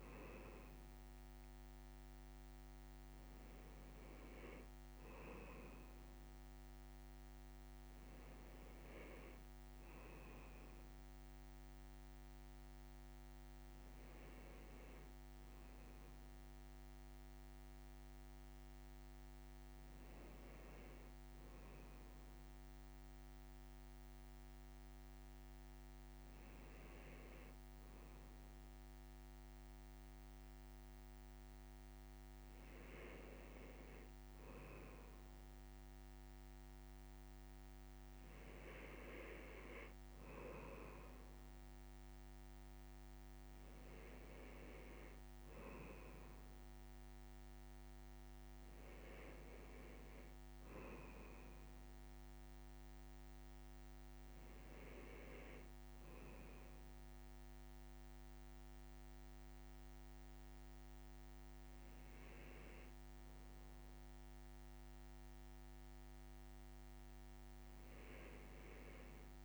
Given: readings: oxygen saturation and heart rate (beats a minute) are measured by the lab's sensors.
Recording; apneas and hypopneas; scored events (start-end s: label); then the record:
a person awake in a sleep study, by a microphone on the trachea; none
none scored
From the record:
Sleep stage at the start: awake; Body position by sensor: on the left side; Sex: male